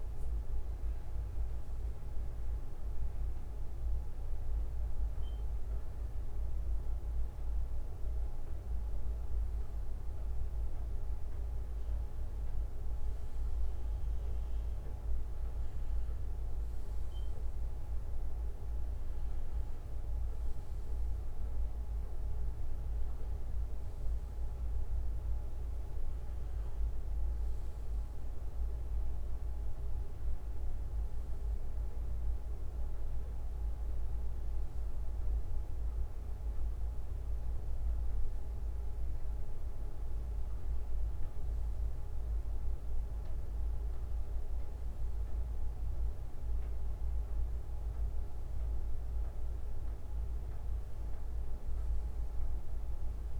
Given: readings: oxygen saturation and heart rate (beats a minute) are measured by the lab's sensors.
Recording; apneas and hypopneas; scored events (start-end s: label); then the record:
breathing in sleep, hard to hear, by a room microphone; none
0.00-3.00 s: bradycardia (device-marked, heart rate 57 extreme)
4.00-7.00 s: bradycardia (device-marked, heart rate 63 before, 55 extreme)
12.50-17.00 s: arousal
45.00-51.00 s: bradycardia (device-marked, heart rate 63 before, 59 extreme)
From the record:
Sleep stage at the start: N1 (lightest sleep); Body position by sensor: on the back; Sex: male